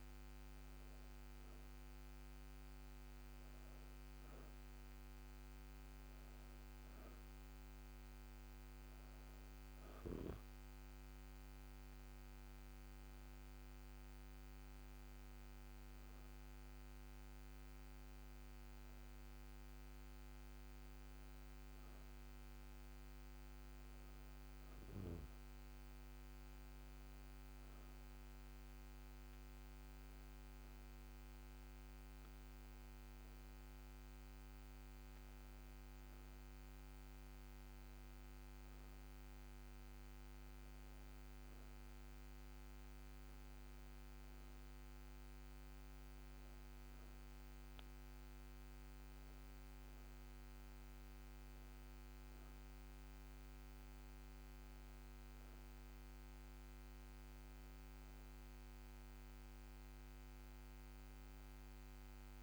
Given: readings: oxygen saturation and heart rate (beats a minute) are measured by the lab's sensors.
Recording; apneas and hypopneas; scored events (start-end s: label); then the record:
breathing in sleep, hard to hear, by a microphone on the trachea; none
11.00-14.50 s: arousal
From the record:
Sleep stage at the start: N2 (light sleep); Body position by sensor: on the back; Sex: female